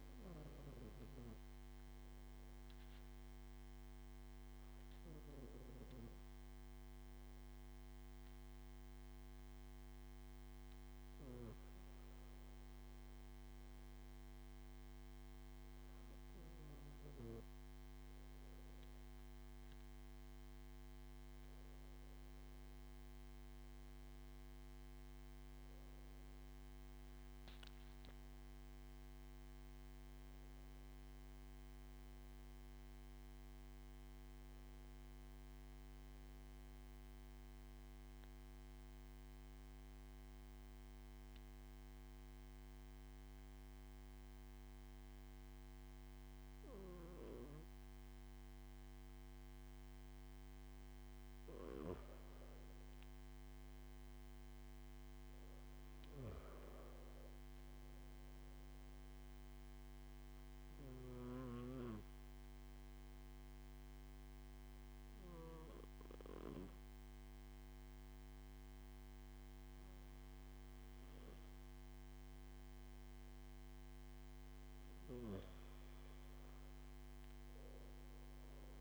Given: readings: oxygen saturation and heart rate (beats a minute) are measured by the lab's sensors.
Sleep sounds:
breathing in sleep by a microphone on the trachea; 2
32.00-35.50 s: arousal
38.00-51.50 s: obstructive apnea (oxygen 96% before, 94% lowest)
54.00-57.00 s: arousal
60.50-73.50 s: obstructive apnea (oxygen 97% before, 94% lowest)
76.00-78.81 s: arousal
From the record:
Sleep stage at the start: N2 (light sleep); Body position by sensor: on the back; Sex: male

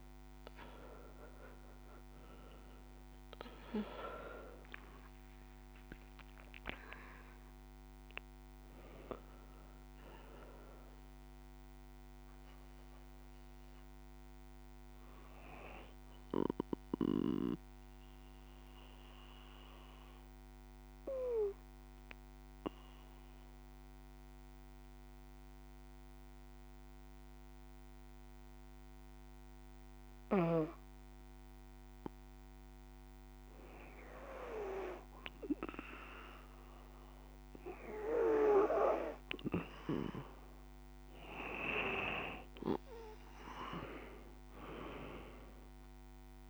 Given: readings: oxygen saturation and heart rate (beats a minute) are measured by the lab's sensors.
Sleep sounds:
breathing in sleep by a microphone on the trachea; 1
0.00-32.00 s: oxygen desaturation (device-marked, oxygen 95% before, 75% lowest, heart rate 66 before, 54 extreme)
10.50-33.50 s: obstructive apnea (oxygen 96% before, 75% lowest, heart rate 70 before, 53 extreme, up 7 after)
36.50-41.00 s: arousal
43.00-46.50 s: oxygen desaturation (device-marked, oxygen 98% before, 85% lowest, heart rate 59 before, 53 extreme)
From the record:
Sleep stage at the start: N2 (light sleep); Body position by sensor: on the back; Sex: female

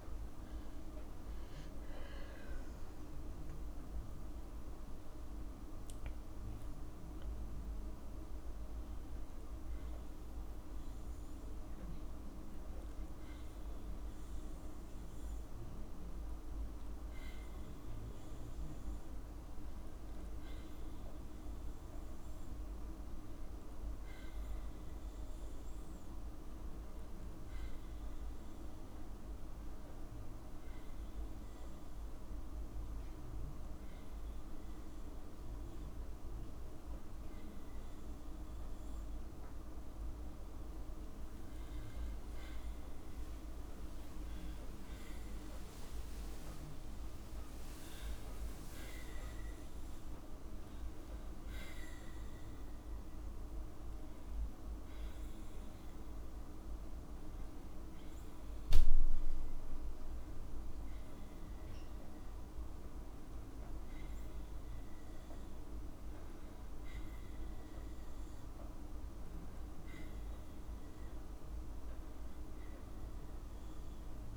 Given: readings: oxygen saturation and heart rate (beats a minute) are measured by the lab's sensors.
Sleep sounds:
a person awake in a sleep study, hard to hear, by a room microphone; none
45.50-47.50 s: long interval between heartbeats (device-marked, heart rate 59 before, 79 extreme)
From the record:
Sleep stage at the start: awake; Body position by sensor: on the back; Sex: female

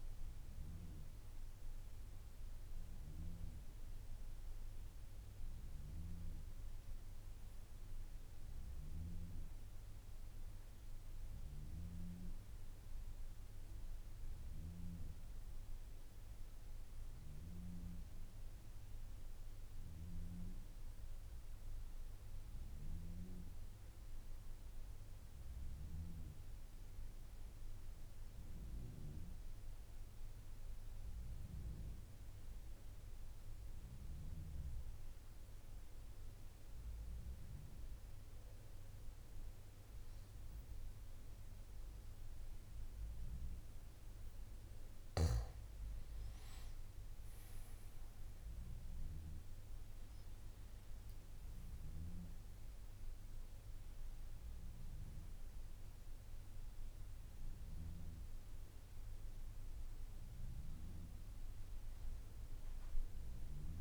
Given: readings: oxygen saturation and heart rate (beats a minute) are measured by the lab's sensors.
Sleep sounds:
breathing in sleep, hard to hear, by a room microphone; 1
30.00-45.50 s: mixed apnea (oxygen 96% before, 92% lowest, heart rate 61 before, 55 extreme, up 9 after)
48.00-63.81 s: oxygen desaturation (device-marked, oxygen 96% before, 92% lowest, heart rate 56 before, 62 extreme)
From the record:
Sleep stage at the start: N1 (lightest sleep); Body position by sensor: on the back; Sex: male

